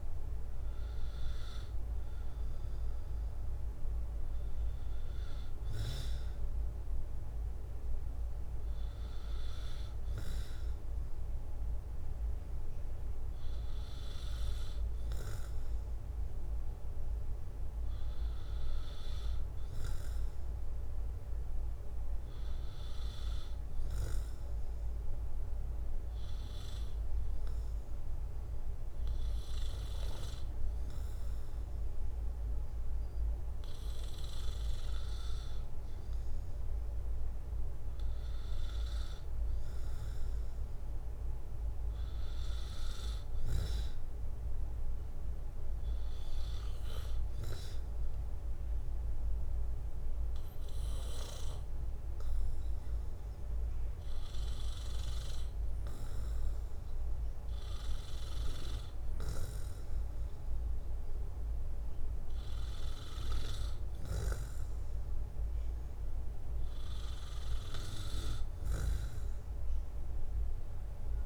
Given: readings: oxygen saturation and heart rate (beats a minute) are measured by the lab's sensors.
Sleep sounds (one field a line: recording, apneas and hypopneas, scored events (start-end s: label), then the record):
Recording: breathing in sleep by a room microphone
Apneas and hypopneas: 2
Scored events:
0.00-14.00 s: oxygen desaturation (device-marked, oxygen 91% lowest, heart rate 63 extreme)
13.00-16.00 s: arousal
20.00-32.00 s: obstructive apnea (oxygen 95% before, 92% lowest, heart rate 66 before, 64 extreme, up 5 after)
35.00-38.50 s: arousal
38.00-52.00 s: oxygen desaturation (device-marked, oxygen 95% before, 92% lowest, heart rate 66 before, 64 extreme)
46.00-56.50 s: obstructive apnea (oxygen 95% before, 92% lowest, heart rate 67 before, 64 extreme)
60.00-63.00 s: arousal
From the record:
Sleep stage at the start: N2 (light sleep)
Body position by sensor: on the back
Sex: male